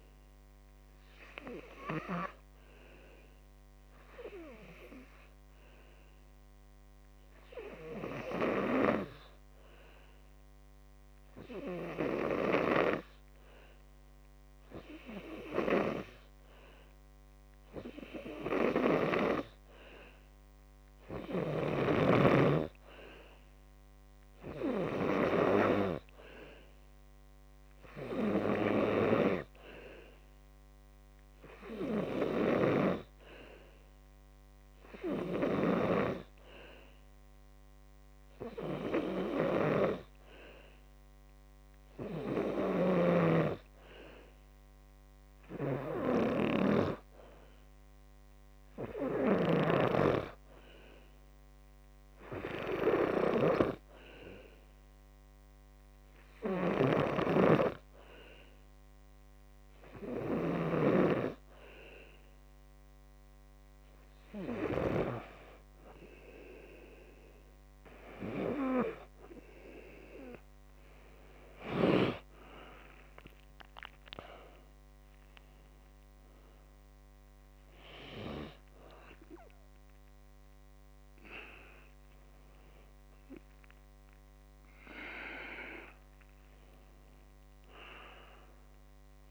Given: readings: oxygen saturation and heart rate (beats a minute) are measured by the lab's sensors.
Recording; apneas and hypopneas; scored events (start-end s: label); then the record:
breathing in sleep by a microphone on the trachea; 1
0.00-7.00 s: oxygen desaturation (device-marked, oxygen 91% lowest, heart rate 54 extreme)
1.00-62.50 s: obstructive apnea (oxygen 97% before, 89% lowest, heart rate 59 before, 54 extreme, up 9 after)
28.00-45.00 s: oxygen desaturation (device-marked, oxygen 96% before, 89% lowest, heart rate 58 before, 54 extreme)
66.00-69.00 s: arousal
From the record:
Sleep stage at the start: N2 (light sleep); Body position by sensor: on the back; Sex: male